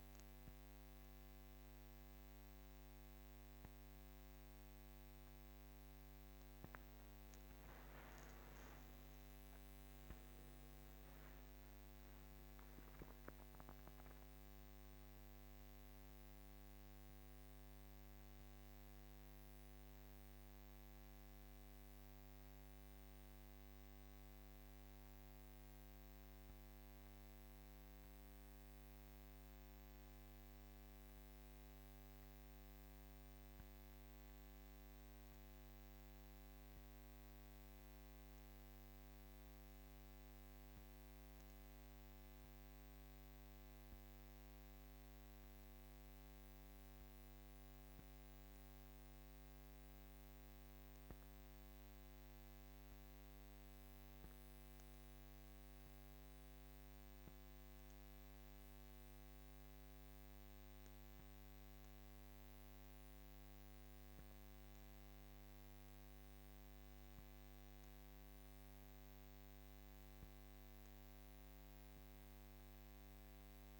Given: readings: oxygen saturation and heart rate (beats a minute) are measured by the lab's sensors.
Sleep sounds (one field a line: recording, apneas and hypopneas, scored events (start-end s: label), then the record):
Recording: breathing in sleep, hard to hear, by a microphone on the trachea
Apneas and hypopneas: 1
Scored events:
0.00-13.00 s: oxygen desaturation (device-marked, oxygen 94% lowest, heart rate 49 extreme)
19.00-49.50 s: obstructive apnea (oxygen 97% before, 95% lowest, heart rate 59 before, 57 extreme, up 11 after)
51.00-55.50 s: arousal
From the record:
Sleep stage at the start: N2 (light sleep)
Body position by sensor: on the back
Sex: female